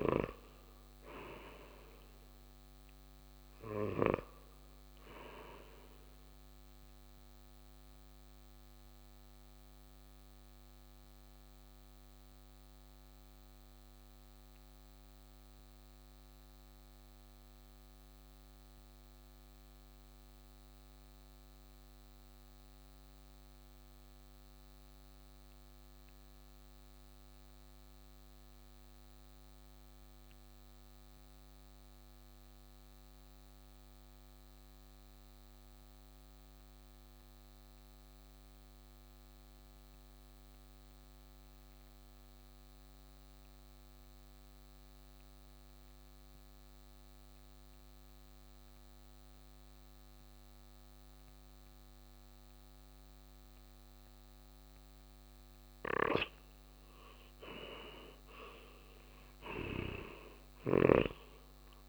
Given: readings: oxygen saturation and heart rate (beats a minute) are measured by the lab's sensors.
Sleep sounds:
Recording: breathing in sleep by a microphone on the trachea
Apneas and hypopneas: 1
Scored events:
0.00-4.50 s: snoring (device-marked)
0.00-23.50 s: oxygen desaturation (device-marked, oxygen 84% lowest, heart rate 54 extreme)
7.00-55.00 s: mixed apnea (oxygen 96% before, 83% lowest, heart rate 64 before, 54 extreme, up 7 after)
39.50-61.89 s: oxygen desaturation (device-marked, oxygen 98% before, 83% lowest, heart rate 58 before, 56 extreme)
56.00-61.00 s: snoring (device-marked)
57.50-61.50 s: arousal
From the record:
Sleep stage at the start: N2 (light sleep)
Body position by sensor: on the right side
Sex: male

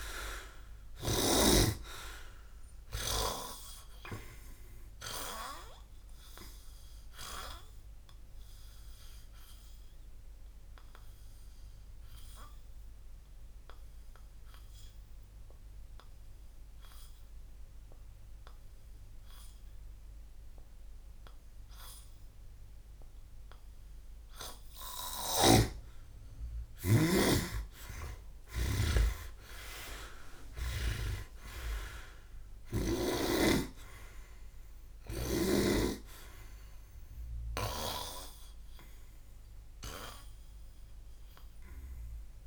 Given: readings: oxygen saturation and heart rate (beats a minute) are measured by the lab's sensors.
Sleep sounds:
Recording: breathing in sleep by a room microphone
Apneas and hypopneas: 1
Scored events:
0.00-1.50 s: snoring (device-marked)
7.50-24.50 s: obstructive apnea (oxygen 99% before, 90% lowest, heart rate 63 before, 58 extreme, up 23 after)
10.00-31.00 s: oxygen desaturation (device-marked, oxygen 99% before, 90% lowest, heart rate 63 before, 58 extreme)
25.00-33.00 s: snoring (device-marked)
27.00-31.00 s: arousal
From the record:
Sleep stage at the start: N2 (light sleep)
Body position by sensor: on the back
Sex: male

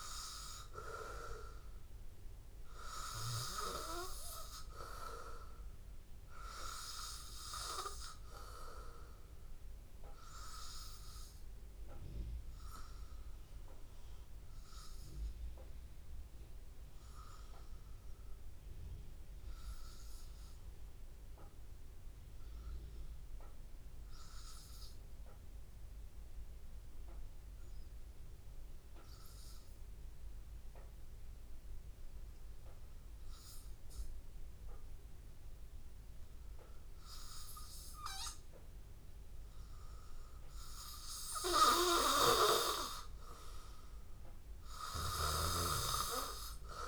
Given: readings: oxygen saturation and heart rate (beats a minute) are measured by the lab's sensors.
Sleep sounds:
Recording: breathing in sleep by a room microphone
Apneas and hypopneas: 1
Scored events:
0.00-19.50 s: oxygen desaturation (device-marked, oxygen 91% lowest, heart rate 82 extreme)
14.00-37.50 s: hypopnea (oxygen 97% before, 93% lowest, heart rate 84 before, 83 extreme, up 1 after)
36.50-46.88 s: oxygen desaturation (device-marked, oxygen 98% before, 93% lowest, heart rate 84 before, 83 extreme)
40.00-44.00 s: arousal
From the record:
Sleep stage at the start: N2 (light sleep)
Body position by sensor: on the back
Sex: male

